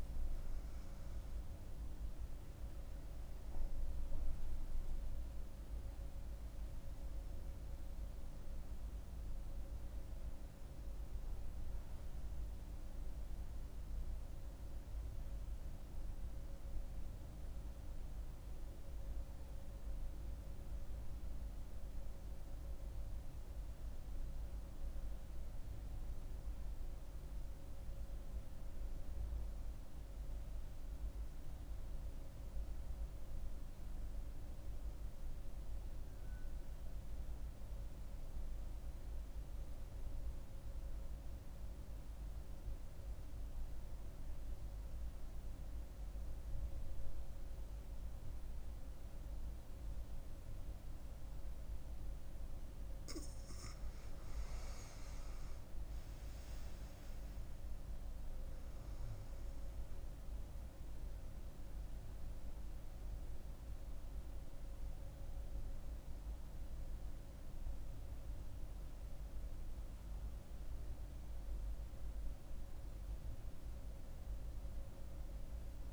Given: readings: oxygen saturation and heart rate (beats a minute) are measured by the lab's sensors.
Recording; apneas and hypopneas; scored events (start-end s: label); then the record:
breathing in sleep, hard to hear, by a room microphone; 1
0.00-21.50 s: oxygen desaturation (device-marked, oxygen 90% lowest, heart rate 66 extreme)
18.50-52.50 s: mixed apnea (oxygen 97% before, 91% lowest, heart rate 81 before, 66 extreme, up 6 after)
49.50-75.93 s: oxygen desaturation (device-marked, oxygen 98% before, 91% lowest, heart rate 69 before, 67 extreme)
54.50-58.00 s: arousal
From the record:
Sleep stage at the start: N2 (light sleep); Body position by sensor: on the back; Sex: female